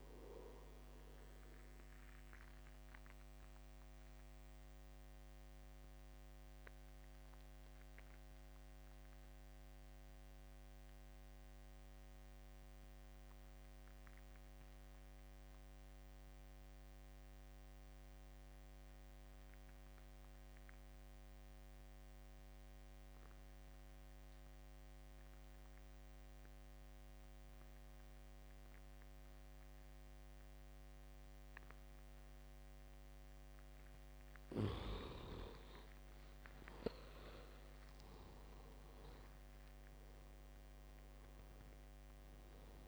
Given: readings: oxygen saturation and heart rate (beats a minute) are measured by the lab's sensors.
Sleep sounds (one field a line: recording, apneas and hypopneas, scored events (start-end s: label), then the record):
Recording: breathing in sleep, hard to hear, by a microphone on the trachea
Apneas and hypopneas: 1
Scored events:
0.00-20.00 s: oxygen desaturation (device-marked, oxygen 85% lowest, heart rate 64 extreme)
3.50-34.00 s: obstructive apnea (oxygen 98% before, 83% lowest, heart rate 79 before, 64 extreme, up 17 after)
29.00-42.88 s: oxygen desaturation (device-marked, oxygen 98% before, 83% lowest, heart rate 67 before, 69 extreme)
34.50-38.50 s: arousal
From the record:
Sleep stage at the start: N2 (light sleep)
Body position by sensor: on the back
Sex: male